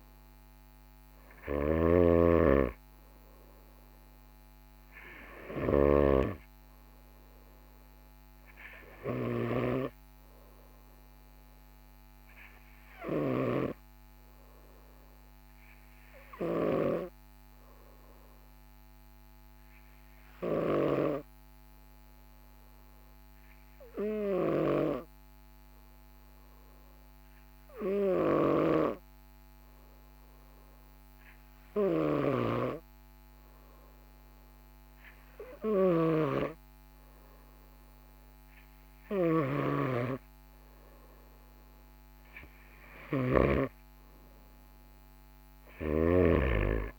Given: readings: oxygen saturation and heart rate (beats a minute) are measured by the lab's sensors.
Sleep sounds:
breathing in sleep by a microphone on the trachea; 1
0.00-6.00 s: snoring (device-marked)
14.50-38.00 s: obstructive apnea (oxygen 98% before, 94% lowest, heart rate 45 before, 44 extreme, up 1 after)
35.50-43.50 s: snoring (device-marked)
39.00-46.99 s: oxygen desaturation (device-marked, oxygen 97% before, 94% lowest, heart rate 45 before, 45 extreme)
40.00-43.00 s: arousal
From the record:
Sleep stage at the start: N2 (light sleep); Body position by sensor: on the right side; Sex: male

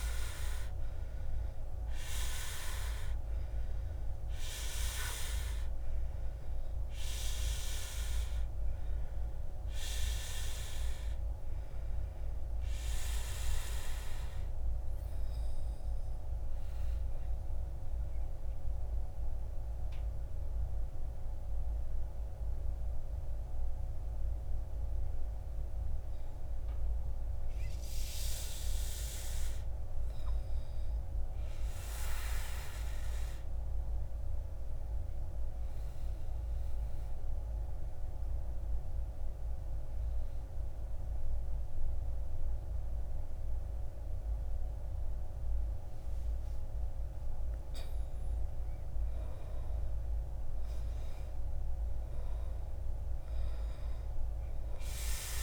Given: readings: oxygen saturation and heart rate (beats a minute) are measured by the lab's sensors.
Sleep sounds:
breathing in sleep by a room microphone; 2
0.00-27.50 s: oxygen desaturation (device-marked, oxygen 83% lowest, heart rate 52 extreme)
13.00-24.00 s: obstructive apnea (oxygen 99% before, 83% lowest, heart rate 66 before, 52 extreme, up 5 after)
26.00-29.50 s: arousal
33.00-47.50 s: obstructive apnea (oxygen 99% before, 90% lowest, heart rate 56 before, 52 extreme, up 11 after)
46.50-55.43 s: oxygen desaturation (device-marked, oxygen 99% before, 95% lowest, heart rate 55 before, 52 extreme)
50.00-53.50 s: arousal
From the record:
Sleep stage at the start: N2 (light sleep); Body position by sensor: on the back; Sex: male

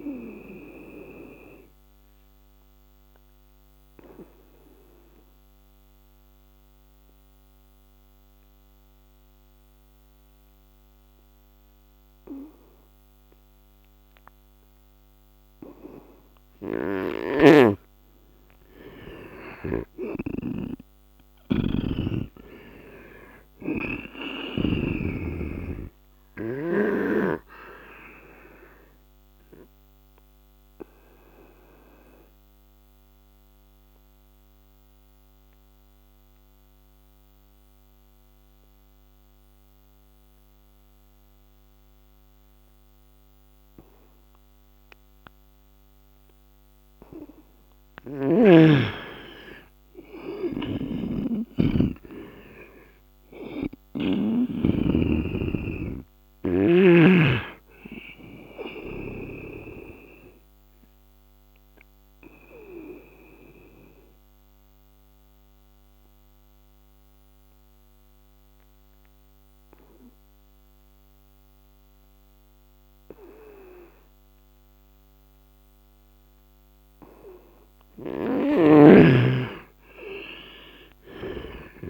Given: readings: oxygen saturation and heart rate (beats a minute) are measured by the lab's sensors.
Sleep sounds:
breathing in sleep by a microphone on the trachea; 3
1.50-16.50 s: obstructive apnea (oxygen 98% before, 88% lowest, heart rate 75 before, 73 extreme, up 8 after)
11.00-23.00 s: oxygen desaturation (device-marked, oxygen 94% before, 90% lowest, heart rate 77 before, 72 extreme)
16.50-23.50 s: snoring (device-marked)
19.00-22.00 s: arousal
28.50-47.50 s: obstructive apnea (oxygen 97% before, 88% lowest, heart rate 77 before, 71 extreme, up 8 after)
38.00-52.00 s: oxygen desaturation (device-marked, oxygen 96% before, 89% lowest, heart rate 79 before, 71 extreme)
49.50-53.00 s: arousal
50.00-56.50 s: snoring (device-marked)
54.00-80.00 s: oxygen desaturation (device-marked, oxygen 97% before, 88% lowest, heart rate 74 before, 70 extreme)
60.00-77.00 s: obstructive apnea (oxygen 97% before, 87% lowest, heart rate 76 before, 71 extreme, up 9 after)
77.50-81.50 s: snoring (device-marked)
79.50-81.90 s: arousal
From the record:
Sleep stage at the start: N2 (light sleep); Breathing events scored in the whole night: 366 in 3.5 hours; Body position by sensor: on the right side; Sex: male

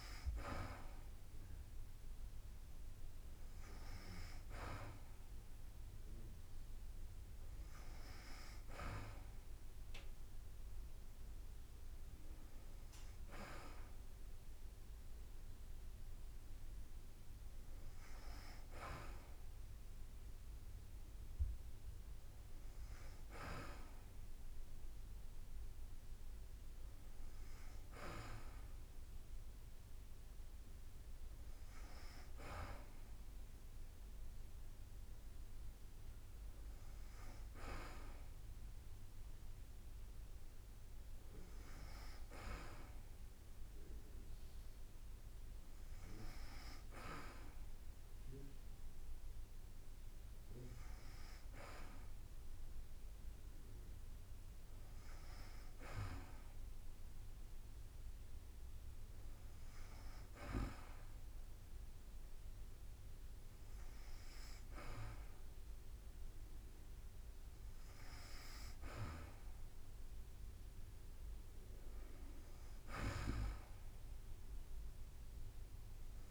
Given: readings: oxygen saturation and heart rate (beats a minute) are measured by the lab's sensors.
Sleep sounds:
breathing in sleep by a room microphone; none
15.50-24.50 s: drop in pulse transit time (device-marked, heart rate 53 before, 52 extreme)
From the record:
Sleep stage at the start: N2 (light sleep); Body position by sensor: on the back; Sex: female

